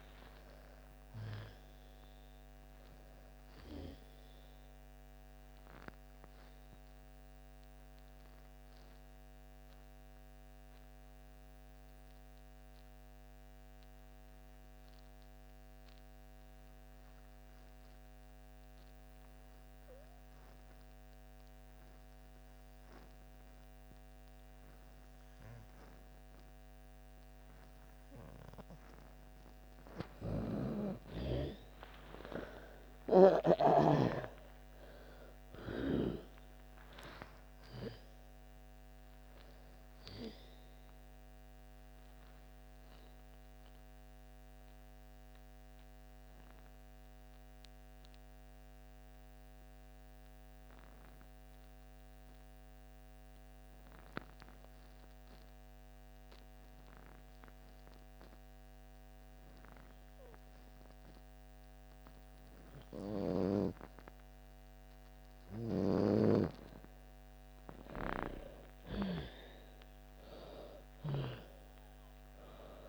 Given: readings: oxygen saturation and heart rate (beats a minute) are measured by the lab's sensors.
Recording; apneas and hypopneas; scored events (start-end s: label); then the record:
breathing in sleep by a microphone on the trachea; 2
0.00-2.00 s: arousal
0.00-18.00 s: oxygen desaturation (device-marked, oxygen 87% lowest)
5.50-28.50 s: obstructive apnea (oxygen 98% before, 82% lowest)
24.00-57.00 s: oxygen desaturation (device-marked, oxygen 97% before, 82% lowest)
31.00-35.00 s: arousal
42.00-64.00 s: obstructive apnea (oxygen 97% before, 82% lowest)
63.00-72.89 s: oxygen desaturation (device-marked, oxygen 98% before, 86% lowest)
68.00-71.50 s: arousal
From the record:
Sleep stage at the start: N2 (light sleep); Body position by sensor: on the back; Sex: female